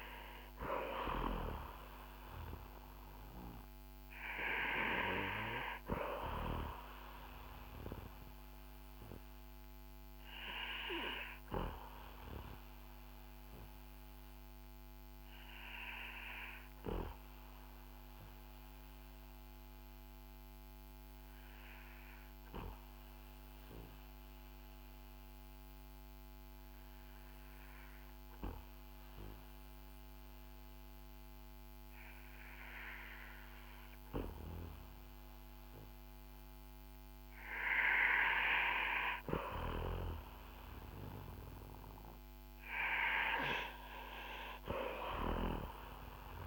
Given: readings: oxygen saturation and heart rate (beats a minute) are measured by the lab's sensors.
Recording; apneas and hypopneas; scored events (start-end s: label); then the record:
breathing in sleep by a microphone on the trachea; 1
12.50-36.50 s: obstructive apnea (oxygen 96% before, 92% lowest, heart rate 52 before, 51 extreme, up 4 after)
40.00-44.50 s: arousal
45.00-46.47 s: oxygen desaturation (device-marked, oxygen 96% before, 92% lowest, heart rate 55 before, 46 extreme)
From the record:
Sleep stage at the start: N2 (light sleep); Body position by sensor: on the back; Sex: male